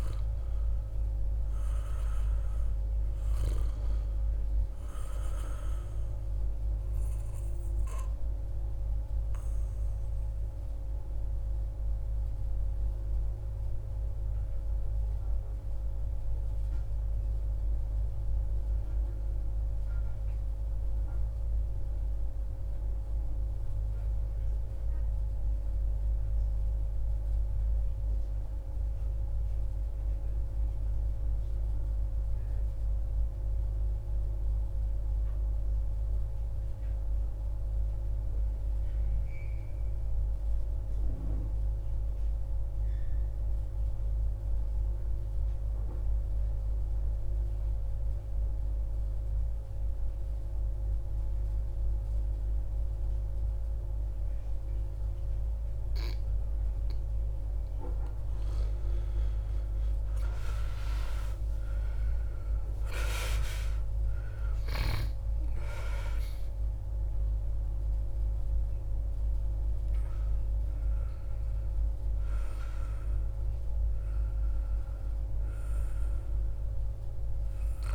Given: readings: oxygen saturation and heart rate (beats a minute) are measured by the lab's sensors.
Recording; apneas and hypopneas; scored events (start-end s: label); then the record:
breathing in sleep by a room microphone; 1
0.00-1.50 s: arousal
0.00-20.50 s: oxygen desaturation (device-marked, oxygen 90% lowest, heart rate 58 extreme)
7.00-56.50 s: obstructive apnea (oxygen 97% before, 88% lowest, heart rate 60 before, 58 extreme, up 24 after)
43.50-77.95 s: oxygen desaturation (device-marked, oxygen 97% before, 88% lowest, heart rate 59 before, 59 extreme)
58.00-64.00 s: arousal
From the record:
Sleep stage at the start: N2 (light sleep); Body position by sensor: on the back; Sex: male